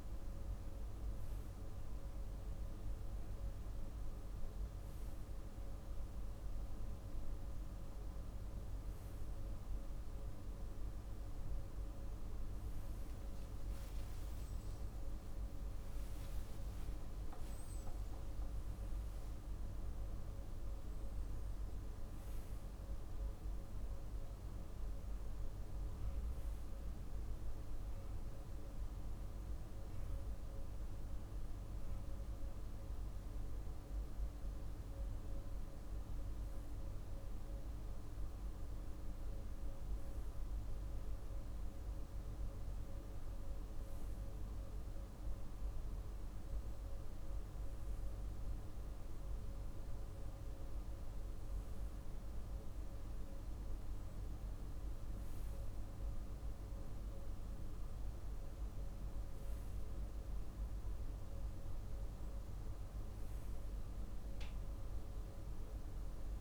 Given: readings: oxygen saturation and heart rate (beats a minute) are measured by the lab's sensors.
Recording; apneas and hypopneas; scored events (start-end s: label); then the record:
breathing in sleep, hard to hear, by a room microphone; none
13.50-18.50 s: arousal
From the record:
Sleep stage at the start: REM sleep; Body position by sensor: on the right side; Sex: male